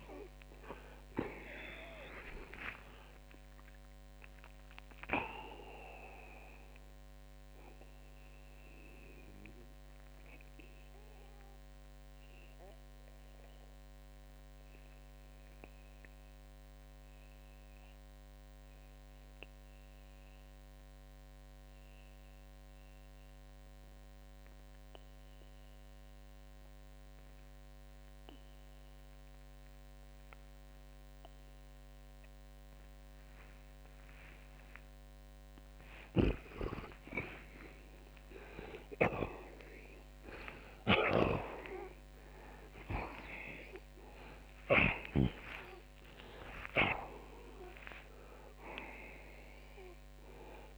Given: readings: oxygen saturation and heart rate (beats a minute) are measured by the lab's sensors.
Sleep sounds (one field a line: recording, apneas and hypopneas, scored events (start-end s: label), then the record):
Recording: breathing in sleep by a microphone on the trachea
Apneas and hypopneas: 1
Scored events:
2.00-34.00 s: oxygen desaturation (device-marked, oxygen 93% before, 78% lowest, heart rate 111 before, 54 extreme)
8.00-34.50 s: obstructive apnea (oxygen 93% before, 78% lowest, heart rate 120 before, 54 extreme)
35.50-45.00 s: snoring (device-marked)
36.50-41.50 s: arousal
From the record:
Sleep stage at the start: N2 (light sleep)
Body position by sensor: on the back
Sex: male